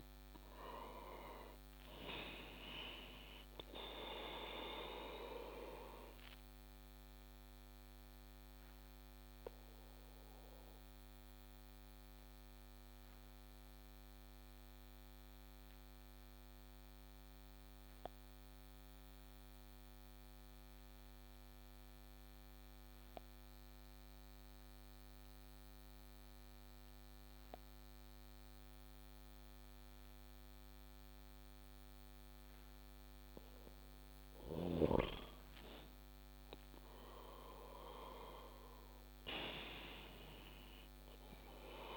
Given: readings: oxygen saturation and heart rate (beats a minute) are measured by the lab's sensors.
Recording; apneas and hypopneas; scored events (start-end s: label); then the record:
breathing in sleep by a microphone on the trachea; 1
0.00-1.50 s: arousal
0.00-30.00 s: oxygen desaturation (device-marked, oxygen 91% lowest)
4.00-32.50 s: obstructive apnea (oxygen 98% before, 91% lowest)
34.00-38.50 s: arousal
From the record:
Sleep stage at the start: REM sleep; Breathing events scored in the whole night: 249 in 4.6 hours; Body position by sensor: on the back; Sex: male